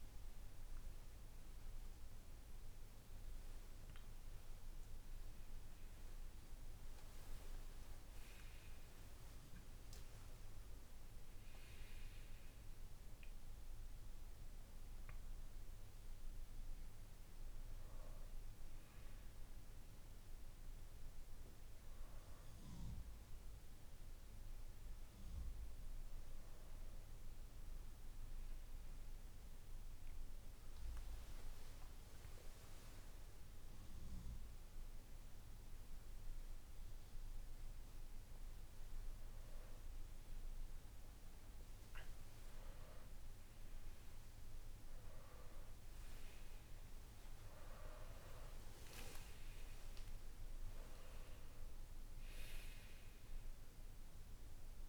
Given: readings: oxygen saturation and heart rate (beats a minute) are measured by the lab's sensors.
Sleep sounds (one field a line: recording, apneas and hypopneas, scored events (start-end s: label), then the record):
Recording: a person awake in a sleep study, hard to hear, by a room microphone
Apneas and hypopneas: none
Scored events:
0.00-15.50 s: oxygen desaturation (device-marked, oxygen 93% lowest, heart rate 54 extreme)
3.00-5.00 s: long interval between heartbeats (device-marked, heart rate 99 before, 89 extreme)
15.50-45.50 s: new sleep stage, awake
31.50-33.50 s: long interval between heartbeats (device-marked, heart rate 60 before, 71 extreme)
42.00-44.00 s: long interval between heartbeats (device-marked, heart rate 65 before, 81 extreme)
45.50-54.89 s: new sleep stage, N2 (light sleep)
From the record:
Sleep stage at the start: N2 (light sleep)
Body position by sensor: on the back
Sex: male